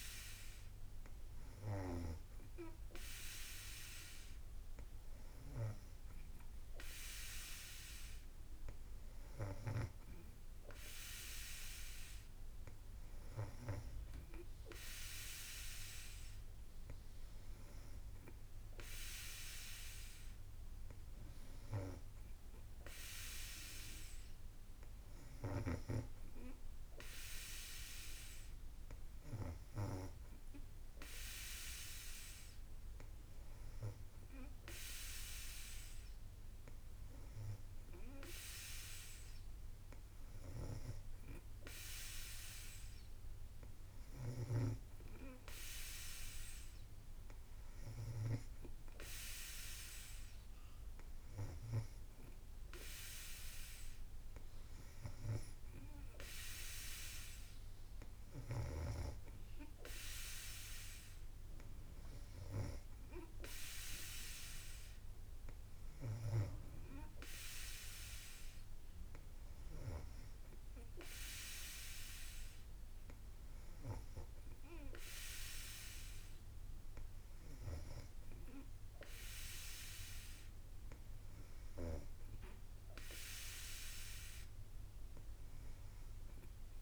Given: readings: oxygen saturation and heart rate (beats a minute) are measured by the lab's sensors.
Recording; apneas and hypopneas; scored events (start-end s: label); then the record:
breathing in sleep by a room microphone; none
none scored
From the record:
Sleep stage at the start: N3 (deep sleep); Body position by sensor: on the back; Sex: female